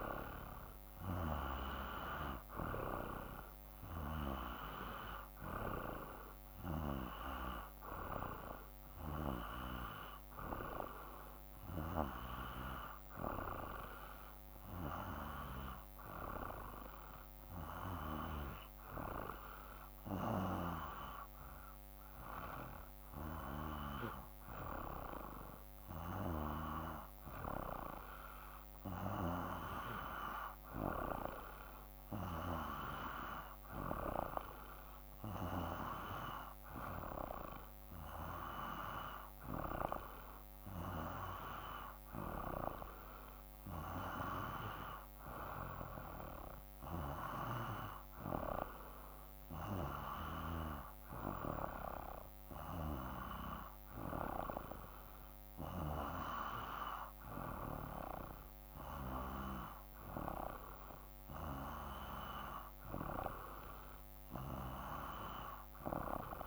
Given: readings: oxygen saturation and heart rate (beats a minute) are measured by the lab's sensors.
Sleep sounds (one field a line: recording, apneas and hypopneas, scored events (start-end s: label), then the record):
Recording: breathing in sleep by a microphone on the trachea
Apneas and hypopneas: none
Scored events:
0.50-15.50 s: oxygen desaturation (device-marked, oxygen 95% before, 91% lowest, heart rate 55 before, 55 extreme)
From the record:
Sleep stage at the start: N2 (light sleep)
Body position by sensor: on the back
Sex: male